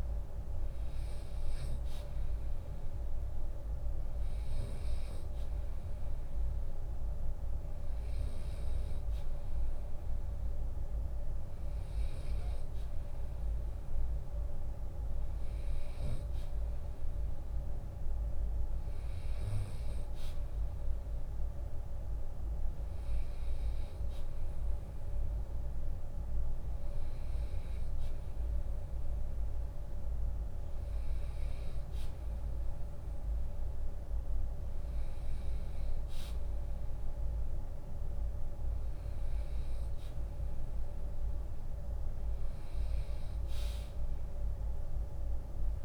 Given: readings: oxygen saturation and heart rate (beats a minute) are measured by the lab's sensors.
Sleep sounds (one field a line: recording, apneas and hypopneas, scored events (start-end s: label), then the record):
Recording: breathing in sleep, hard to hear, by a room microphone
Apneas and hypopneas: none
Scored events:
0.00-2.00 s: long interval between heartbeats (device-marked, heart rate 80 before, 83 extreme)
0.00-8.00 s: drop in pulse transit time (device-marked, heart rate 80 extreme)
13.00-15.00 s: long interval between heartbeats (device-marked, heart rate 82 before, 79 extreme)
42.00-45.85 s: drop in pulse transit time (device-marked, heart rate 72 before, 73 extreme)
From the record:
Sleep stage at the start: N2 (light sleep)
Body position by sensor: on the right side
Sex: male